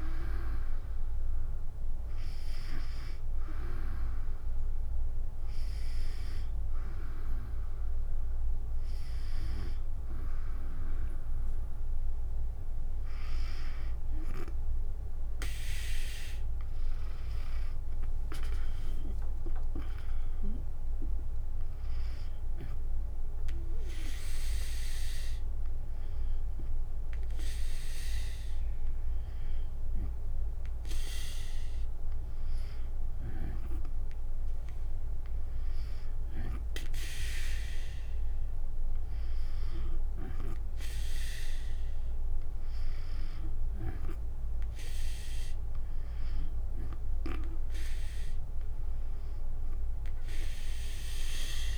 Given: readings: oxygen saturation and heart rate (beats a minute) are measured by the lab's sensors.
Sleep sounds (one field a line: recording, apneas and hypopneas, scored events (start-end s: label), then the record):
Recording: breathing in sleep by a room microphone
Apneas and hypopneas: none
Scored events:
15.00-26.00 s: drop in pulse transit time (device-marked, heart rate 68 before, 68 extreme)
From the record:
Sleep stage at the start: N2 (light sleep)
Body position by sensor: on the back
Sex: female